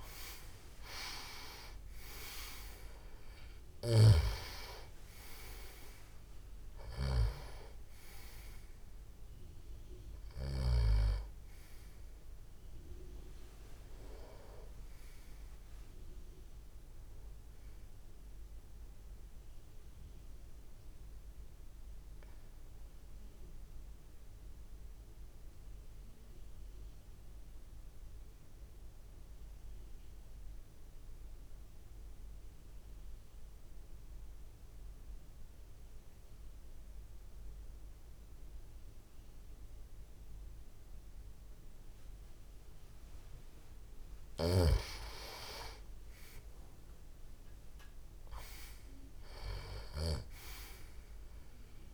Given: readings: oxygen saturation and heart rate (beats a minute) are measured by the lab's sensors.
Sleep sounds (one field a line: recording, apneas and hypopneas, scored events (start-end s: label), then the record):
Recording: breathing in sleep by a room microphone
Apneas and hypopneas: 1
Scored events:
0.00-2.50 s: arousal
0.00-28.00 s: oxygen desaturation (device-marked, oxygen 88% lowest)
3.50-10.50 s: snoring (device-marked)
20.00-43.00 s: obstructive apnea (oxygen 96% before, 90% lowest)
44.00-51.93 s: oxygen desaturation (device-marked, oxygen 98% before, 90% lowest)
44.00-51.93 s: snoring (device-marked)
45.00-48.00 s: arousal
From the record:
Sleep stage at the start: N2 (light sleep)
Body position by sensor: on the back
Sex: male